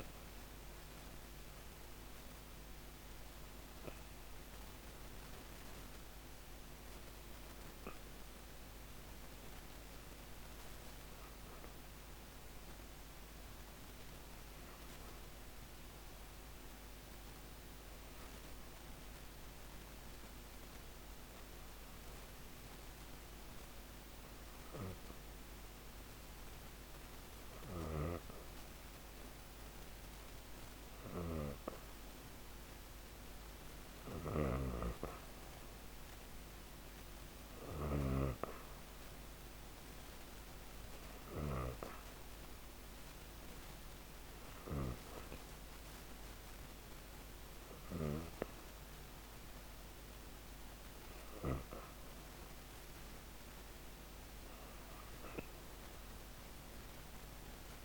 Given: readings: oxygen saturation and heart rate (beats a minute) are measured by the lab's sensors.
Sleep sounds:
breathing in sleep by a microphone on the trachea; 1
11.00-30.50 s: hypopnea (oxygen 97% before, 95% lowest, heart rate 160 before, 139 extreme)
34.00-37.50 s: arousal
From the record:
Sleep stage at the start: N2 (light sleep); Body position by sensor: on the back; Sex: female

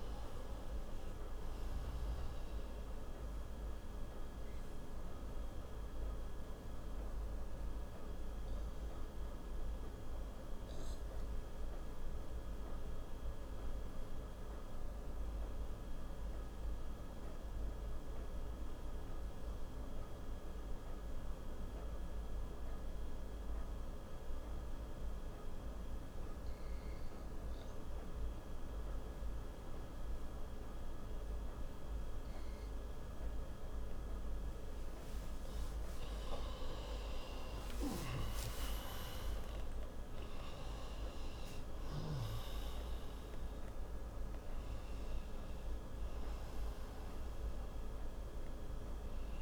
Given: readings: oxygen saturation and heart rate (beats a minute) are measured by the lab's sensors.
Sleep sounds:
breathing in sleep, hard to hear, by a room microphone; 1
0.00-20.00 s: oxygen desaturation (device-marked, oxygen 90% lowest, heart rate 58 extreme)
4.50-35.00 s: obstructive apnea (oxygen 97% before, 89% lowest, heart rate 65 before, 58 extreme, up 32 after)
35.00-49.42 s: oxygen desaturation (device-marked, oxygen 96% before, 89% lowest, heart rate 62 before, 57 extreme)
36.50-40.50 s: arousal
From the record:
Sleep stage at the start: N2 (light sleep); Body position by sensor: on the right side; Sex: male

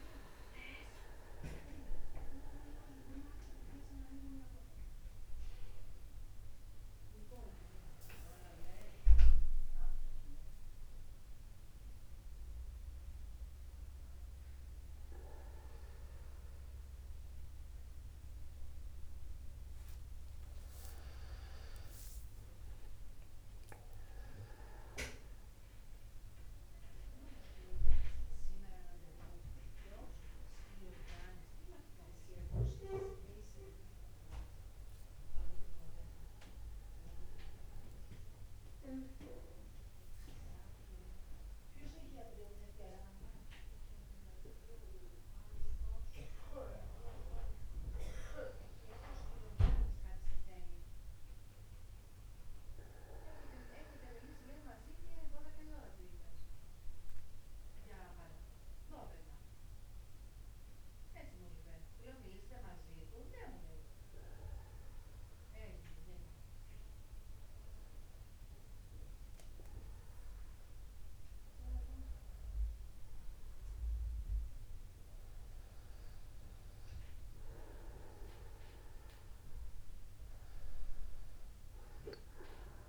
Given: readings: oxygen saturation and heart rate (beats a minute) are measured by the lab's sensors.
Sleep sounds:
a person awake in a sleep study, by a room microphone; none
0.00-1.50 s: long interval between heartbeats (device-marked, heart rate 60 extreme)
9.50-11.50 s: long interval between heartbeats (device-marked, heart rate 57 before, 60 extreme)
21.00-23.00 s: long interval between heartbeats (device-marked, heart rate 56 before, 60 extreme)
From the record:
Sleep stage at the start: awake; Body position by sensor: upright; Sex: male

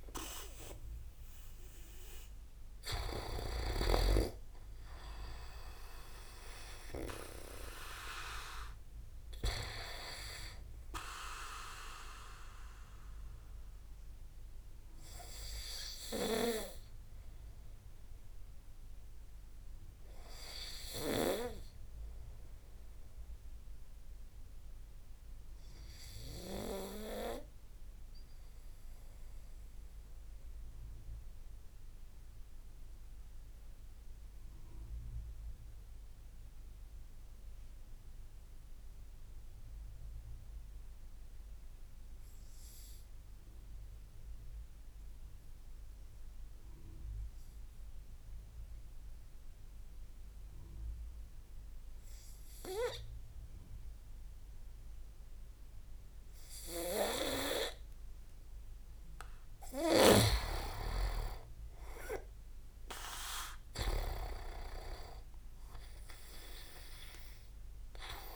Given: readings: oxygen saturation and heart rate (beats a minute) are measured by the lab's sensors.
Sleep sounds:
breathing in sleep by a room microphone; 1
0.00-3.50 s: snoring (device-marked)
0.00-9.00 s: oxygen desaturation (device-marked, oxygen 95% lowest)
30.00-56.50 s: obstructive apnea (oxygen 97% before, 92% lowest)
56.00-68.36 s: oxygen desaturation (device-marked, oxygen 98% before, 94% lowest)
58.50-61.50 s: arousal
60.00-64.50 s: snoring (device-marked)
From the record:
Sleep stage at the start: N2 (light sleep); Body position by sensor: on the back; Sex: male

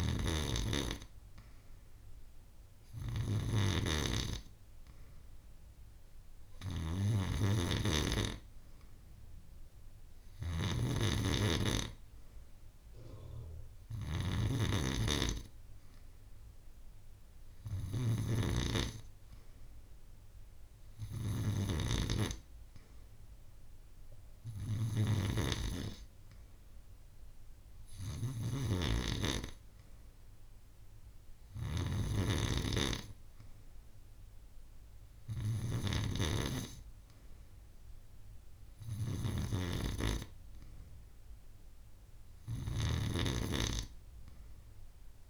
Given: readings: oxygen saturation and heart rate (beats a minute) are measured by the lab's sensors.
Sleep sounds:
breathing in sleep by a room microphone; none
none scored
From the record:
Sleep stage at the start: N2 (light sleep); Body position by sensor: on the back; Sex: female

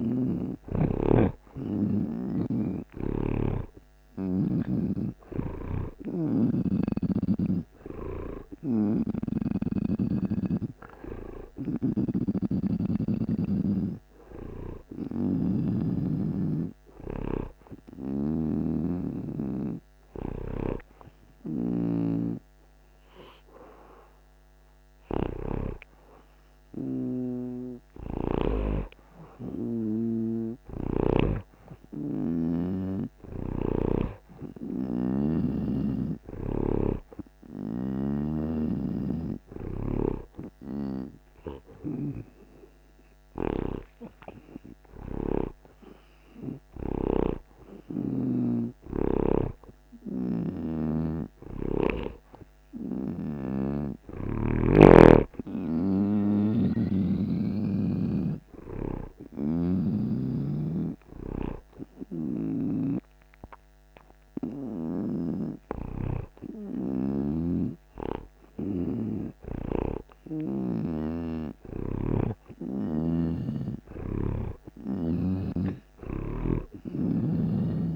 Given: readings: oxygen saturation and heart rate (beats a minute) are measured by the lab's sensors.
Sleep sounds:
a person partly awake in a sleep study, by a microphone on the trachea; none
2.50-6.50 s: snoring (device-marked)
3.50-24.50 s: oxygen desaturation (device-marked, oxygen 92% before, 86% lowest)
8.50-28.50 s: snoring (device-marked)
30.50-34.00 s: snoring (device-marked)
41.50-71.50 s: new sleep stage, awake
45.00-48.50 s: snoring (device-marked)
60.50-65.00 s: snoring (device-marked)
71.50-77.96 s: new sleep stage, N2 (light sleep)
From the record:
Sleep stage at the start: N2 (light sleep); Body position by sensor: on the right side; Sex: male

